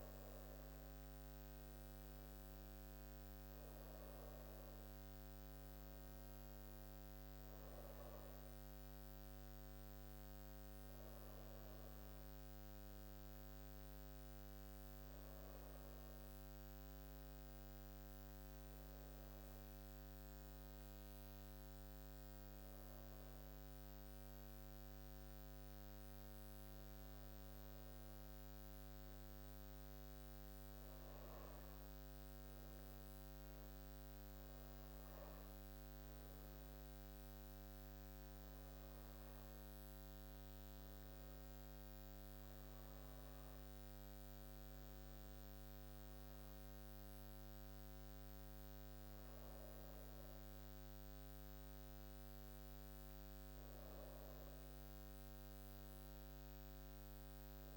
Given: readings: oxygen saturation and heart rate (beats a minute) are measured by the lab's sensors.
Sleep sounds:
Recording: breathing in sleep, hard to hear, by a microphone on the trachea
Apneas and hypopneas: none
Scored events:
46.50-51.50 s: arousal
From the record:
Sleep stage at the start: N2 (light sleep)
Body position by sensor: on the back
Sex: female

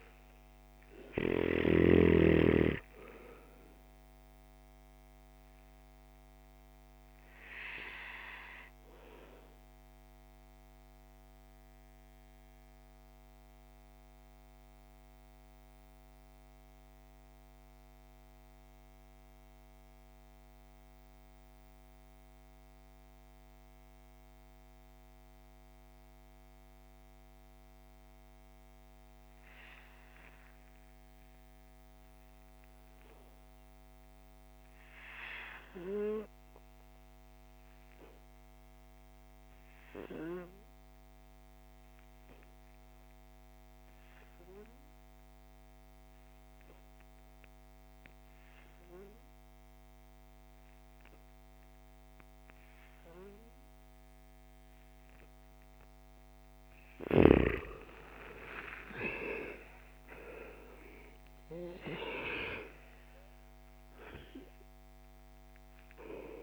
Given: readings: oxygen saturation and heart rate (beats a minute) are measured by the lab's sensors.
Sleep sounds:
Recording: breathing in sleep by a microphone on the trachea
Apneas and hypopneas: 1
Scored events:
0.00-28.50 s: oxygen desaturation (device-marked, oxygen 76% lowest)
9.50-54.00 s: mixed apnea (oxygen 96% before, 75% lowest)
33.50-66.43 s: oxygen desaturation (device-marked, oxygen 98% before, 75% lowest)
56.50-60.00 s: arousal
From the record:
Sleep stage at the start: N2 (light sleep)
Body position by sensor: on the back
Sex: male

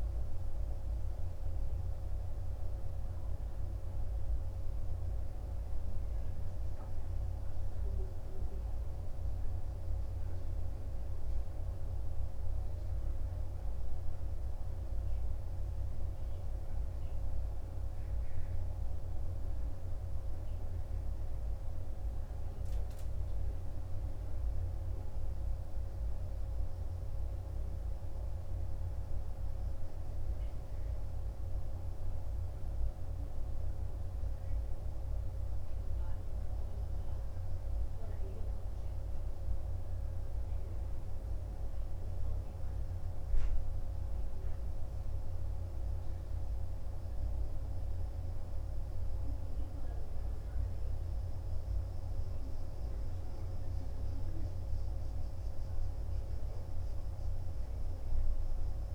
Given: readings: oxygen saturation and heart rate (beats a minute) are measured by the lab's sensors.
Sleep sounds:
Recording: breathing in sleep, hard to hear, by a room microphone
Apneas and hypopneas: none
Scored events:
none scored
From the record:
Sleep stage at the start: N2 (light sleep)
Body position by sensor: on the right side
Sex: male

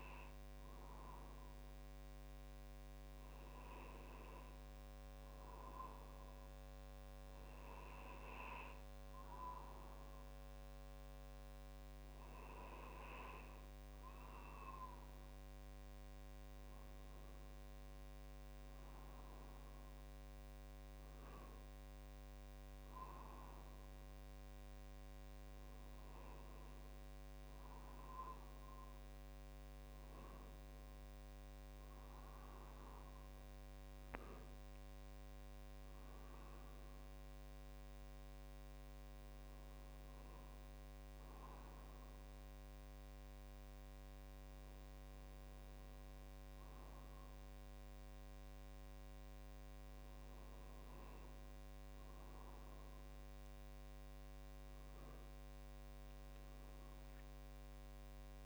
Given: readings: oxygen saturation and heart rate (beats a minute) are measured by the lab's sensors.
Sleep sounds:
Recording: breathing in sleep by a microphone on the trachea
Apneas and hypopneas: none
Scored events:
none scored
From the record:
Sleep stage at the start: N2 (light sleep)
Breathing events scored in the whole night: 152 in 6.6 hours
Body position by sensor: on the right side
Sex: male

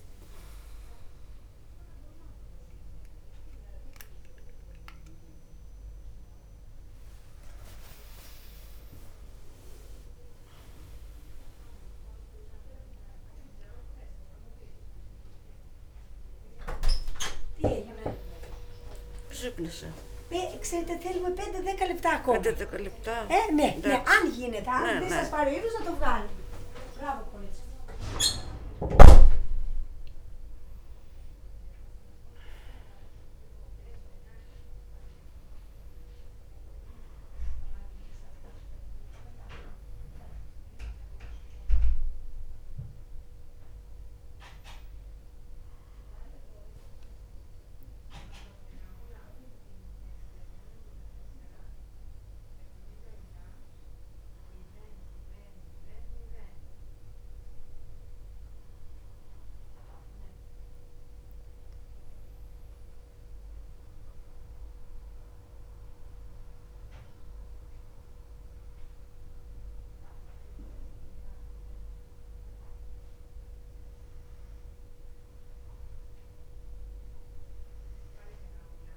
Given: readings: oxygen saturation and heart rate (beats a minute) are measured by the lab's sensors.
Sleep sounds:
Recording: a person awake in a sleep study, by a room microphone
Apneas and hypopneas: none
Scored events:
0.00-1.50 s: long interval between heartbeats (device-marked, heart rate 73 extreme)
10.50-22.50 s: drop in pulse transit time (device-marked, heart rate 73 before, 67 extreme)
71.50-78.97 s: new sleep stage, N2 (light sleep)
From the record:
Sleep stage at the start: awake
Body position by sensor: on the back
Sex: female

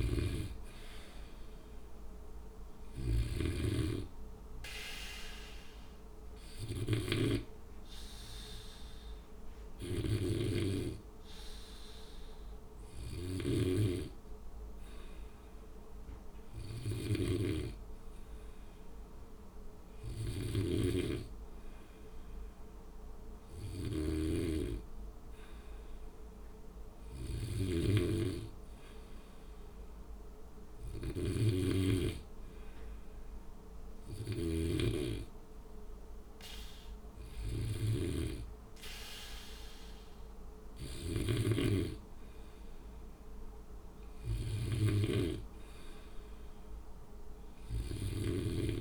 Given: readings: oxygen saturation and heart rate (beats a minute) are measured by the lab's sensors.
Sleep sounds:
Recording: breathing in sleep by a room microphone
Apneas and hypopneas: 1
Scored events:
0.00-3.50 s: snoring (device-marked)
3.50-17.00 s: hypopnea (oxygen 97% before, 93% lowest, heart rate 59 before, 57 extreme, up 0 after)
9.50-48.50 s: snoring (device-marked)
17.50-21.00 s: arousal
From the record:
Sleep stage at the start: N2 (light sleep)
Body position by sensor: on the back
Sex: male

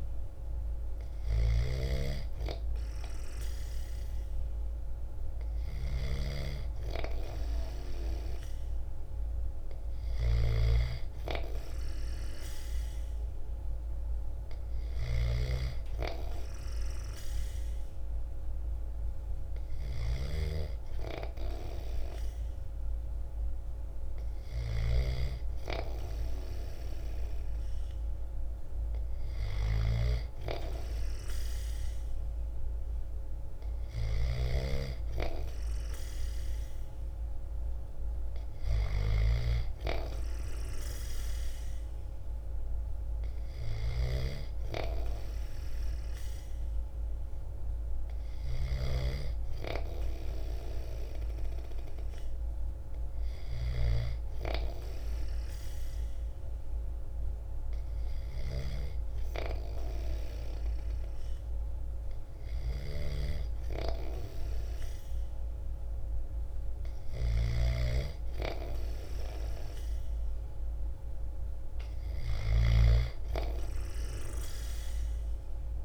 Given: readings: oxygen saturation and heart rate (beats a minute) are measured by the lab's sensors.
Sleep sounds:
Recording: breathing in sleep by a room microphone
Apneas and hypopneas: none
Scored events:
0.00-75.85 s: snoring (device-marked)
60.00-70.00 s: drop in pulse transit time (device-marked, heart rate 58 before, 55 extreme)
From the record:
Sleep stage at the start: N2 (light sleep)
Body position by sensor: on the back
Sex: male

